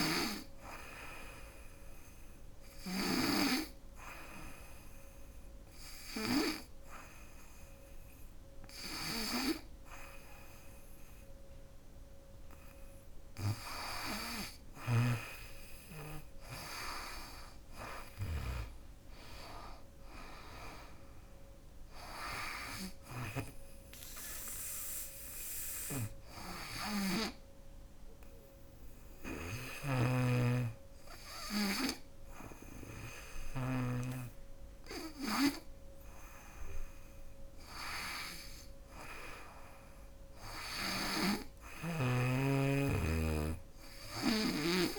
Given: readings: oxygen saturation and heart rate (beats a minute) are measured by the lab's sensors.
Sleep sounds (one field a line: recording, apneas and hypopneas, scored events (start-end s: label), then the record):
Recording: breathing in sleep by a room microphone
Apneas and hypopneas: 1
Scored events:
0.00-2.50 s: snoring (device-marked)
1.50-13.00 s: hypopnea (oxygen 90% before, 89% lowest, heart rate 96 before, 73 extreme, up 12 after)
16.50-21.50 s: arousal
20.00-35.00 s: oxygen desaturation (device-marked, oxygen 98% before, 93% lowest, heart rate 81 before, 66 extreme)
22.00-26.50 s: snoring (device-marked)
28.50-33.00 s: snoring (device-marked)
42.50-44.99 s: snoring (device-marked)
From the record:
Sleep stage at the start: N2 (light sleep)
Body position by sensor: on the back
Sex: female